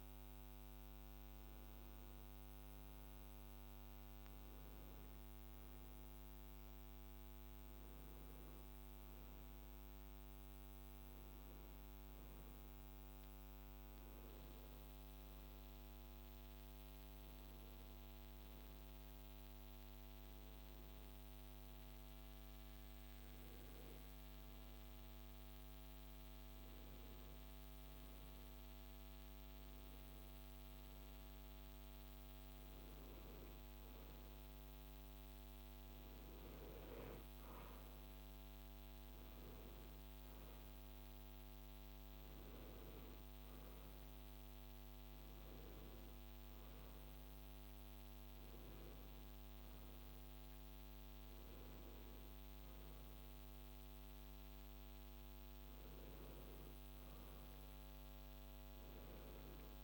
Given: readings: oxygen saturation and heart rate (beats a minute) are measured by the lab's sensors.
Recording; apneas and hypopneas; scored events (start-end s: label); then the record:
breathing in sleep, hard to hear, by a microphone on the trachea; none
none scored
From the record:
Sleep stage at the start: N1 (lightest sleep); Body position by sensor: on the back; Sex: male